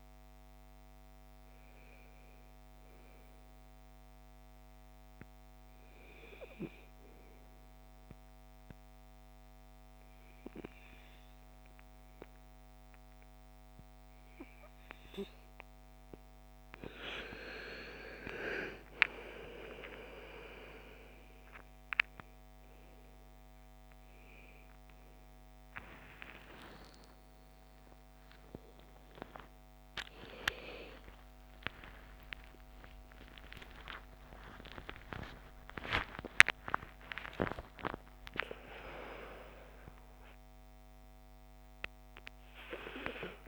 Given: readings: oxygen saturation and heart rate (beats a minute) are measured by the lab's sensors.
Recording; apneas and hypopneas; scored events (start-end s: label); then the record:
a person partly awake in a sleep study, by a microphone on the trachea; 1
6.00-16.00 s: obstructive apnea (oxygen 98% before, 92% lowest, heart rate 63 before, 57 extreme, up 15 after)
13.50-41.50 s: oxygen desaturation (device-marked, oxygen 98% before, 92% lowest, heart rate 61 before, 60 extreme)
24.50-43.48 s: new sleep stage, awake
From the record:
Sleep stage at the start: REM sleep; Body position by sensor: on the right side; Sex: female